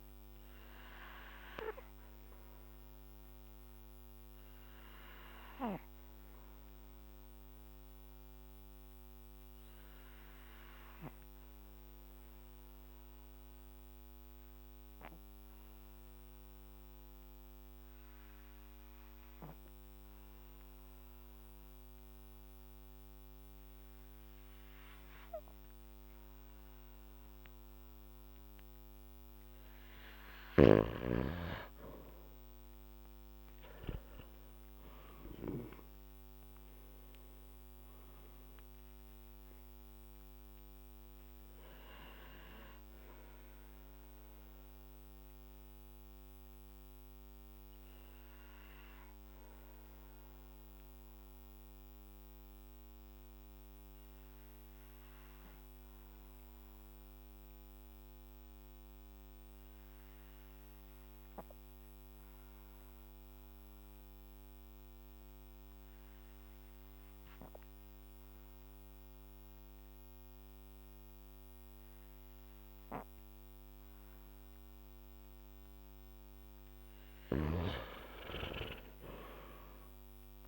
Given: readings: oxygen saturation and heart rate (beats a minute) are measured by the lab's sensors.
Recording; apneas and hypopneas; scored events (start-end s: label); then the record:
breathing in sleep by a microphone on the trachea; 2
2.50-30.00 s: obstructive apnea (oxygen 99% before, 90% lowest, heart rate 56 before, 50 extreme, up 12 after)
16.50-31.50 s: oxygen desaturation (device-marked, oxygen 98% before, 92% lowest, heart rate 54 before, 52 extreme)
32.50-37.00 s: arousal
41.00-76.00 s: obstructive apnea (oxygen 98% before, 89% lowest, heart rate 57 before, 49 extreme, up 12 after)
56.50-66.50 s: oxygen desaturation (device-marked, oxygen 96% before, 90% lowest, heart rate 59 before, 52 extreme)
78.50-80.48 s: arousal
From the record:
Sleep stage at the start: N2 (light sleep); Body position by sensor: on the back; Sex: male